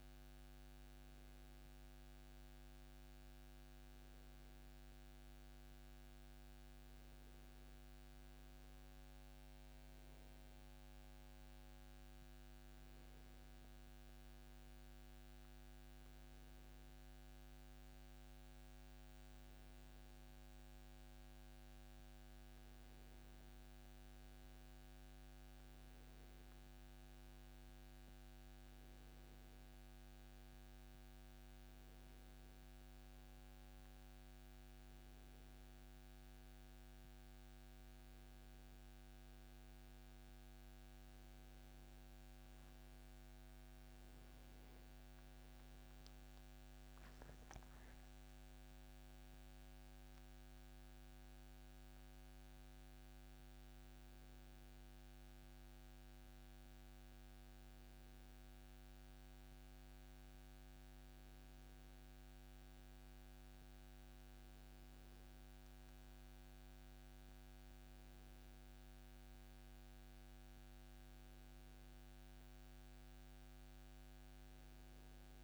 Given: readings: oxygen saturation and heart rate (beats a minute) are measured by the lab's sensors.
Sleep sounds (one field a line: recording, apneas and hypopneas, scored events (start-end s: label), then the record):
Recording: a person partly awake in a sleep study, hard to hear, by a microphone on the trachea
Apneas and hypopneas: none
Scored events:
11.00-75.44 s: new sleep stage, N1 (lightest sleep)
44.50-48.50 s: arousal
From the record:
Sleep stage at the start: awake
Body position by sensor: on the back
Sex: male